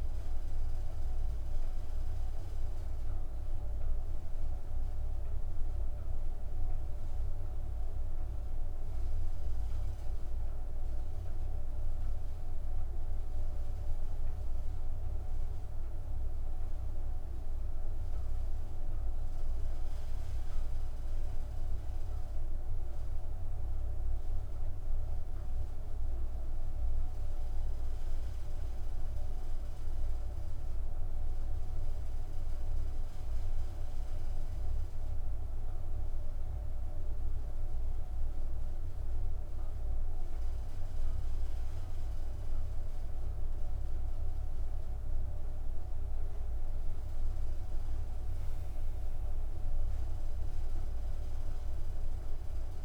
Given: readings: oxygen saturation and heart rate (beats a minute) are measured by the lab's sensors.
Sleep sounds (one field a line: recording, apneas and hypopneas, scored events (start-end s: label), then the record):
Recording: breathing in sleep, hard to hear, by a room microphone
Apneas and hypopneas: 1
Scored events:
1.50-29.00 s: mixed apnea (oxygen 99% before, 94% lowest, heart rate 68 before, 47 extreme, up 2 after)
26.50-51.50 s: oxygen desaturation (device-marked, oxygen 98% before, 94% lowest, heart rate 59 before, 49 extreme)
31.00-36.00 s: arousal
From the record:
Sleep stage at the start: N2 (light sleep)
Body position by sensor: on the back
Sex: female